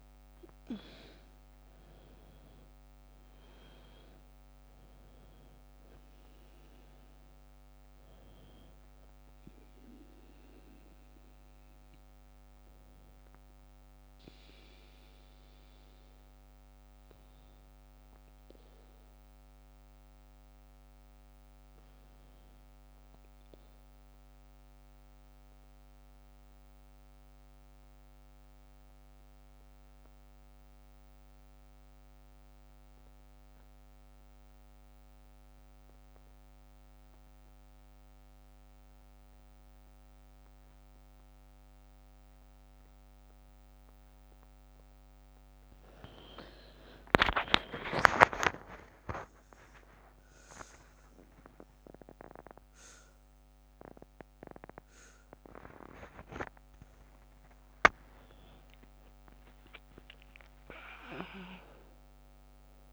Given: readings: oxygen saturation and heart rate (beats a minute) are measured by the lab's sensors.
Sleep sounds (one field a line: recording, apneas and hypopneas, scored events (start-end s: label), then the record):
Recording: breathing in sleep by a microphone on the trachea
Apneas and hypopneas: 1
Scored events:
0.00-1.00 s: arousal
0.00-23.50 s: oxygen desaturation (device-marked, oxygen 85% lowest, heart rate 57 extreme)
23.50-45.00 s: obstructive apnea (oxygen 96% before, 82% lowest, heart rate 61 before, 55 extreme, up 9 after)
37.50-62.93 s: oxygen desaturation (device-marked, oxygen 99% before, 82% lowest, heart rate 62 before, 54 extreme)
46.00-50.50 s: arousal
From the record:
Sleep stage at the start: N2 (light sleep)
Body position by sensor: on the back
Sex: female